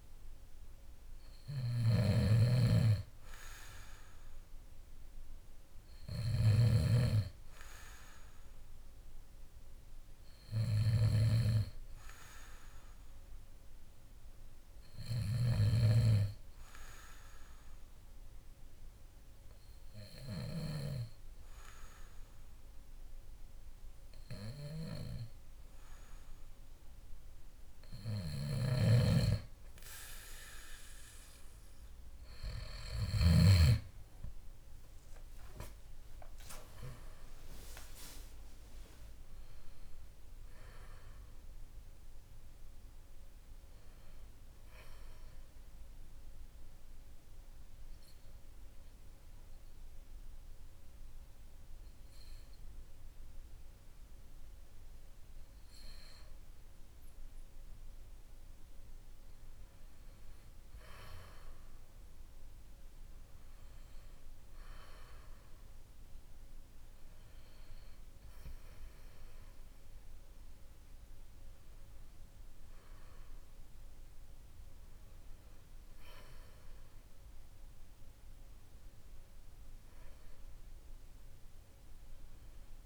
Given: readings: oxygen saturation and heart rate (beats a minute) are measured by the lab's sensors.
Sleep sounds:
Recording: breathing in sleep by a room microphone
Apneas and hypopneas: 2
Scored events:
0.00-21.00 s: snoring (device-marked)
18.50-28.50 s: hypopnea (oxygen 95% before, 92% lowest, heart rate 57 before, 56 extreme, up 8 after)
28.00-33.50 s: snoring (device-marked)
32.50-37.00 s: arousal
46.50-57.50 s: hypopnea (oxygen 95% before, 92% lowest, heart rate 61 before, 54 extreme, up 5 after)
61.50-66.00 s: arousal
From the record:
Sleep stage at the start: N2 (light sleep)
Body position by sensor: on the back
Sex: male

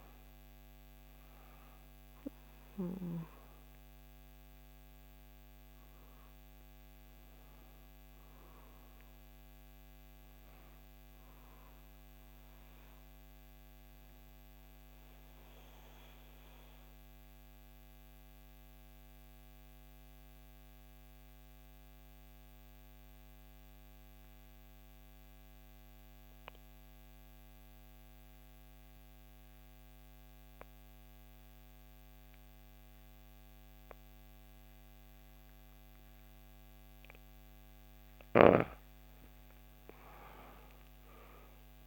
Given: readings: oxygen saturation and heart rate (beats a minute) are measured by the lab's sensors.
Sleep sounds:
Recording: breathing in sleep by a microphone on the trachea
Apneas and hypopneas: 1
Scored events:
0.00-6.00 s: oxygen desaturation (device-marked, oxygen 88% lowest, heart rate 59 extreme)
12.00-37.50 s: obstructive apnea (oxygen 98% before, 88% lowest, heart rate 63 before, 58 extreme, up 7 after)
30.00-41.87 s: oxygen desaturation (device-marked, oxygen 97% before, 88% lowest, heart rate 61 before, 58 extreme)
39.00-41.87 s: arousal
From the record:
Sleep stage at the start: N2 (light sleep)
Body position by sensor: on the back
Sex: female

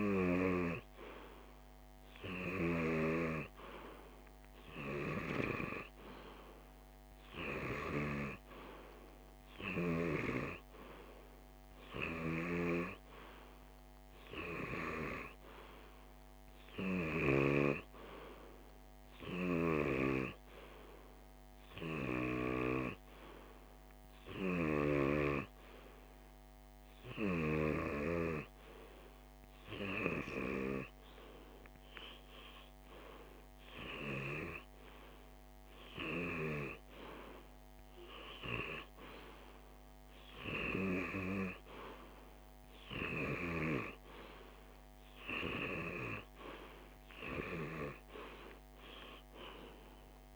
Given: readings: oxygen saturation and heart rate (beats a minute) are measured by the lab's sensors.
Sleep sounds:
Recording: breathing in sleep by a microphone on the trachea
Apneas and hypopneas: none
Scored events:
none scored
From the record:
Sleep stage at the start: REM sleep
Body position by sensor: on the left side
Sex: male

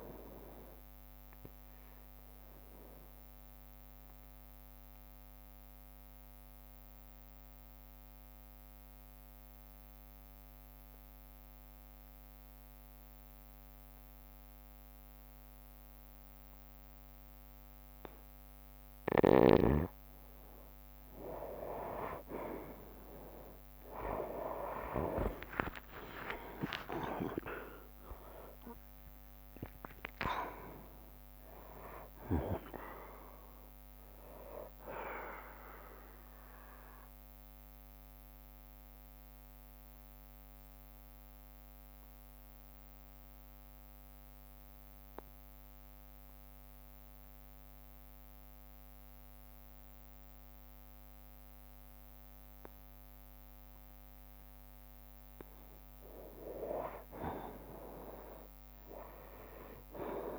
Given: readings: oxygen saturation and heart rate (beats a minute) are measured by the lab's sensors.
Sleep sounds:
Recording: breathing in sleep by a microphone on the trachea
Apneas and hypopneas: 2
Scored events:
0.00-1.50 s: long interval between heartbeats (device-marked, heart rate 68 extreme)
0.00-10.50 s: drop in pulse transit time (device-marked, heart rate 61 extreme)
3.00-20.00 s: obstructive apnea (oxygen 96% before, 91% lowest, heart rate 64 before, 57 extreme, up 15 after)
8.50-15.50 s: bradycardia (device-marked, heart rate 63 before, 57 extreme)
23.50-28.00 s: arousal
25.50-27.50 s: long interval between heartbeats (device-marked, heart rate 61 before, 68 extreme)
25.50-39.50 s: drop in pulse transit time (device-marked, heart rate 61 before, 68 extreme)
28.50-30.50 s: long interval between heartbeats (device-marked, heart rate 62 before, 88 extreme)
36.00-55.50 s: obstructive apnea (oxygen 97% before, 91% lowest, heart rate 72 before, 56 extreme, up 9 after)
40.50-55.50 s: bradycardia (device-marked, heart rate 63 before, 56 extreme)
49.50-58.50 s: oxygen desaturation (device-marked, oxygen 96% before, 91% lowest, heart rate 72 before, 56 extreme)
From the record:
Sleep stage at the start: N2 (light sleep)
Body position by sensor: on the right side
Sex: male

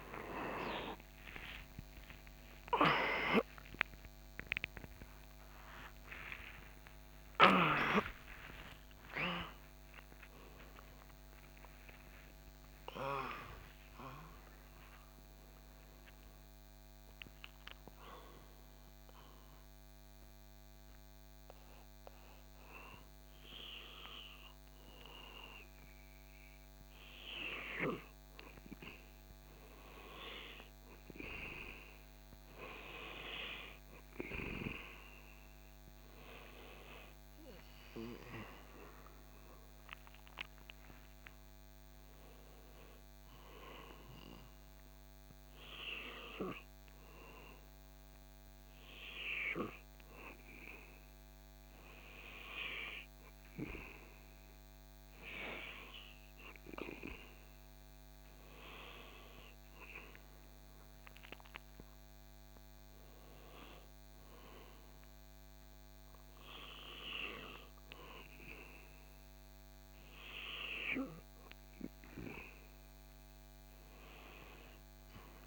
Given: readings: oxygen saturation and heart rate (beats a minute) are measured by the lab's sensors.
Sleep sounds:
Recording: a person partly awake in a sleep study, by a microphone on the trachea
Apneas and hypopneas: 1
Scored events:
12.50-75.47 s: new sleep stage, N2 (light sleep)
15.50-21.50 s: oxygen desaturation (device-marked, oxygen 96% before, 93% lowest, heart rate 100 before, 69 extreme)
17.50-28.50 s: hypopnea (oxygen 96% before, 92% lowest, heart rate 102 before, 68 extreme, up 12 after)
35.50-49.50 s: oxygen desaturation (device-marked, oxygen 98% before, 92% lowest, heart rate 86 before, 68 extreme)
36.50-40.00 s: arousal
59.00-62.00 s: arousal
From the record:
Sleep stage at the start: awake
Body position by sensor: on the back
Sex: male

